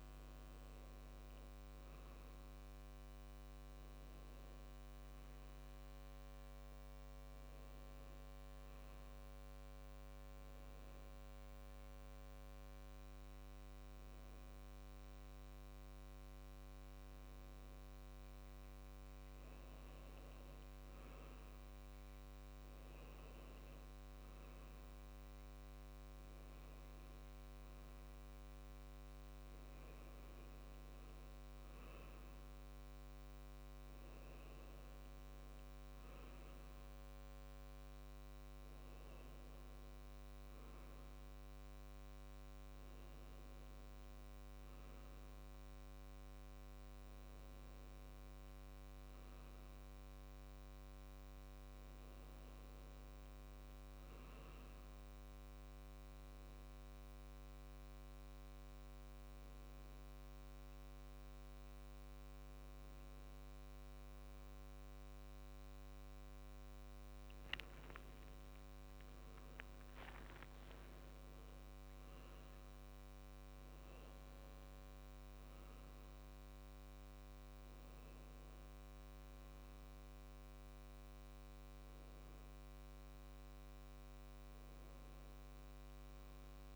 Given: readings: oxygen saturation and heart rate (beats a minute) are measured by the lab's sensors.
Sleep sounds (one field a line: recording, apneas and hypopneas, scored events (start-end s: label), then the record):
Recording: breathing in sleep, hard to hear, by a microphone on the trachea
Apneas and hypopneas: 2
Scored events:
0.50-4.50 s: arousal
9.50-19.50 s: hypopnea (oxygen 95% before, 93% lowest, heart rate 72 before, 71 extreme, up 6 after)
22.00-26.00 s: arousal
49.00-52.50 s: arousal
56.00-67.50 s: hypopnea (oxygen 96% before, 94% lowest, heart rate 75 before, 69 extreme, up 1 after)
69.00-73.50 s: arousal
From the record:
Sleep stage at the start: N2 (light sleep)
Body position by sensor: on the back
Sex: male